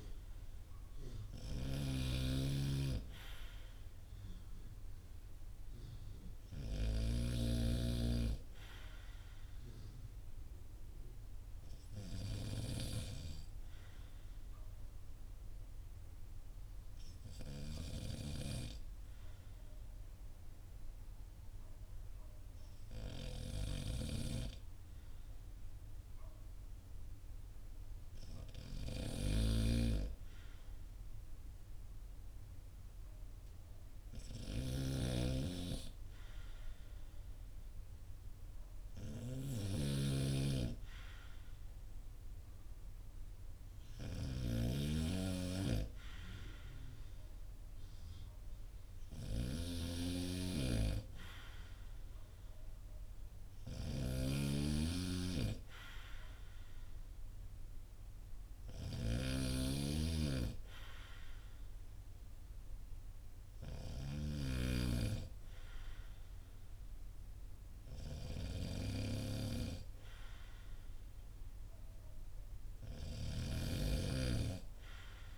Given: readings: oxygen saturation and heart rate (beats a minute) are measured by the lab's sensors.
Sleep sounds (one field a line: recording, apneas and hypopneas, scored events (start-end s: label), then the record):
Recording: breathing in sleep by a room microphone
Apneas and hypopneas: none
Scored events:
0.00-6.50 s: snoring (device-marked)
23.00-63.50 s: snoring (device-marked)
72.50-75.38 s: snoring (device-marked)
From the record:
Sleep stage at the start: N2 (light sleep)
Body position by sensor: on the back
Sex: male